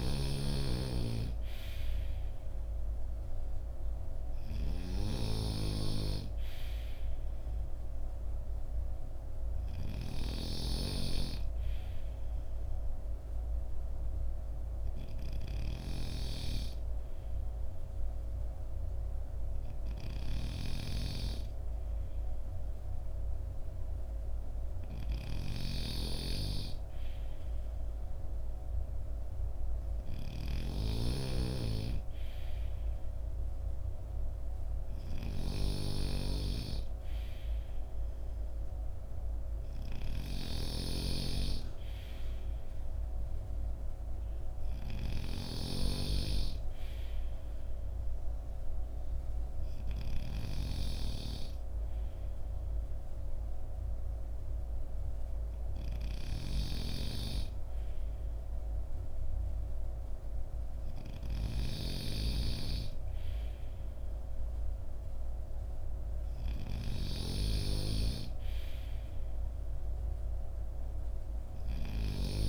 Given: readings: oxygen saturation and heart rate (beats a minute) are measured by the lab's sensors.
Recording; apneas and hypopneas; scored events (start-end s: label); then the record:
breathing in sleep by a room microphone; none
0.00-72.49 s: snoring (device-marked)
27.00-72.49 s: new sleep stage, N3 (deep sleep)
From the record:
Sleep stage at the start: N2 (light sleep); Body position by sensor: on the front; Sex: male